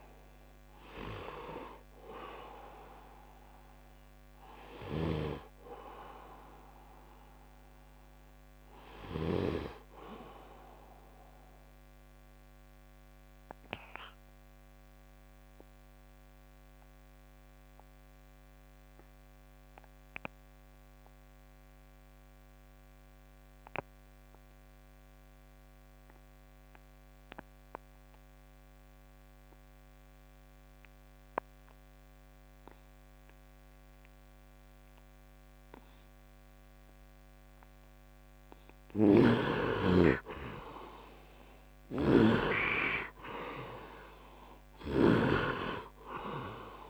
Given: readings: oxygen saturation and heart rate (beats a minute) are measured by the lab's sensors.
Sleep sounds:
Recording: breathing in sleep by a microphone on the trachea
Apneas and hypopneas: 1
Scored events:
0.00-27.00 s: oxygen desaturation (device-marked, oxygen 72% lowest, heart rate 68 extreme)
4.50-9.50 s: snoring (device-marked)
11.50-39.00 s: obstructive apnea (oxygen 97% before, 72% lowest, heart rate 78 before, 68 extreme, up 12 after)
37.00-46.89 s: oxygen desaturation (device-marked, oxygen 100% before, 76% lowest, heart rate 71 before, 68 extreme)
39.50-44.00 s: arousal
41.50-46.89 s: snoring (device-marked)
From the record:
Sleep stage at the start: N2 (light sleep)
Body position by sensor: on the right side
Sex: male

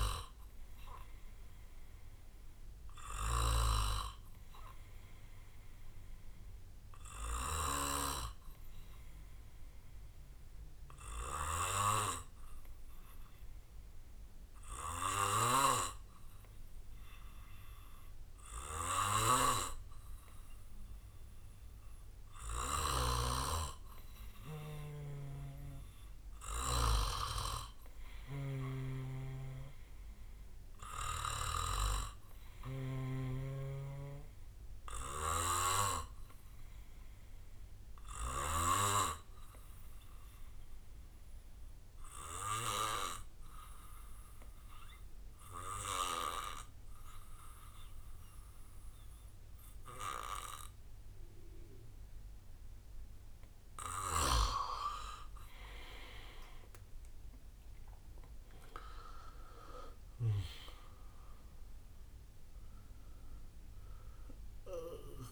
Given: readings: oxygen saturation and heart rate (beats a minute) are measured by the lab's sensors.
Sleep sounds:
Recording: breathing in sleep by a room microphone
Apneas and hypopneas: 1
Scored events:
25.50-32.00 s: snoring (device-marked)
28.00-44.00 s: oxygen desaturation (device-marked, oxygen 95% before, 92% lowest, heart rate 66 before, 62 extreme)
34.00-39.00 s: snoring (device-marked)
36.00-54.50 s: obstructive apnea (oxygen 95% before, 89% lowest, heart rate 67 before, 57 extreme, up 16 after)
56.00-65.32 s: drop in pulse transit time (device-marked, heart rate 65 before, 63 extreme)
56.00-65.32 s: oxygen desaturation (device-marked, oxygen 96% before, 89% lowest, heart rate 65 before, 57 extreme)
56.50-60.00 s: arousal
From the record:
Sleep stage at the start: N2 (light sleep)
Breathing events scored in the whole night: 279 in 3.7 hours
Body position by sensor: on the back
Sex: male

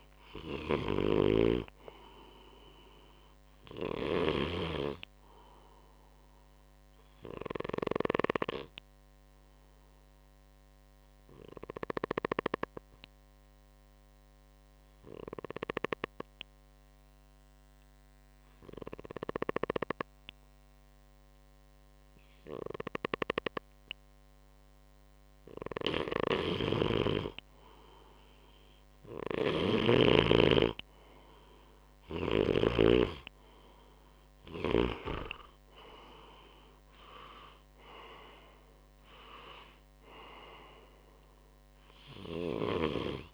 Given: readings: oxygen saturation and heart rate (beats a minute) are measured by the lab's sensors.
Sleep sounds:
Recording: breathing in sleep by a microphone on the trachea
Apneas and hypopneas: 1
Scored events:
0.00-4.00 s: snoring (device-marked)
0.00-15.00 s: oxygen desaturation (device-marked, oxygen 93% lowest, heart rate 61 extreme)
8.00-24.50 s: obstructive apnea (oxygen 98% before, 94% lowest, heart rate 63 before, 61 extreme, up 4 after)
26.00-29.50 s: snoring (device-marked)
32.50-37.00 s: arousal
From the record:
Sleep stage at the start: N2 (light sleep)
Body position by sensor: on the right side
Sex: male

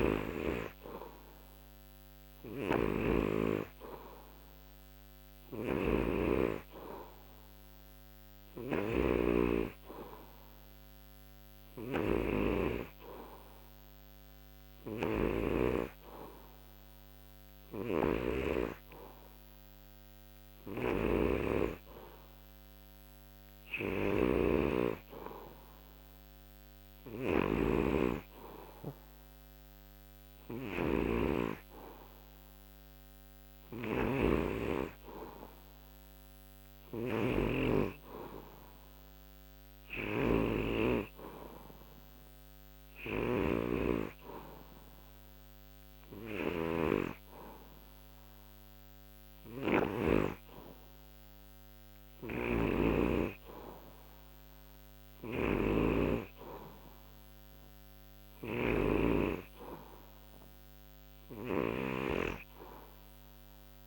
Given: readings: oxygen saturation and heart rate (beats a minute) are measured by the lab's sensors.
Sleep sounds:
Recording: breathing in sleep by a microphone on the trachea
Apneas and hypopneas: none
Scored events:
0.00-50.00 s: snoring (device-marked)
52.00-63.87 s: snoring (device-marked)
From the record:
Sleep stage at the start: N2 (light sleep)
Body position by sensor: on the back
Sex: male

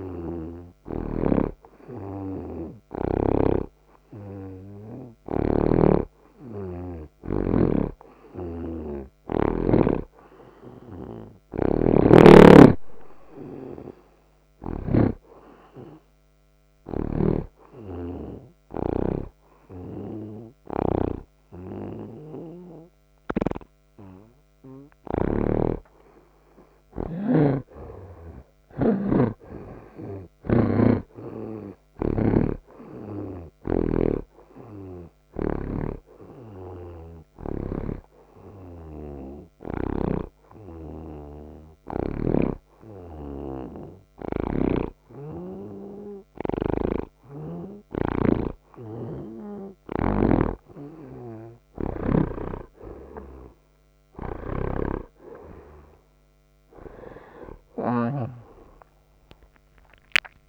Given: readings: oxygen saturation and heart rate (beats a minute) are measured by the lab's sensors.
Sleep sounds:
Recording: breathing in sleep by a microphone on the trachea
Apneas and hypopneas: 2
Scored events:
0.00-9.50 s: oxygen desaturation (device-marked, oxygen 82% lowest)
1.00-15.00 s: snoring (device-marked)
8.00-12.00 s: arousal
17.00-25.50 s: snoring (device-marked)
17.00-27.00 s: hypopnea (oxygen 86% before, 81% lowest)
21.50-37.50 s: oxygen desaturation (device-marked, oxygen 84% before, 81% lowest)
27.50-38.00 s: snoring (device-marked)
28.50-33.00 s: arousal
38.00-48.50 s: hypopnea (oxygen 85% before, 81% lowest)
39.50-50.50 s: oxygen desaturation (device-marked, oxygen 87% before, 81% lowest)
40.00-52.50 s: snoring (device-marked)
54.50-58.50 s: snoring (device-marked)
57.50-60.49 s: oxygen desaturation (device-marked, oxygen 87% before, 81% lowest)
58.50-60.49 s: new sleep stage, awake
From the record:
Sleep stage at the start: N2 (light sleep)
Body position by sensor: on the right side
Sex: male

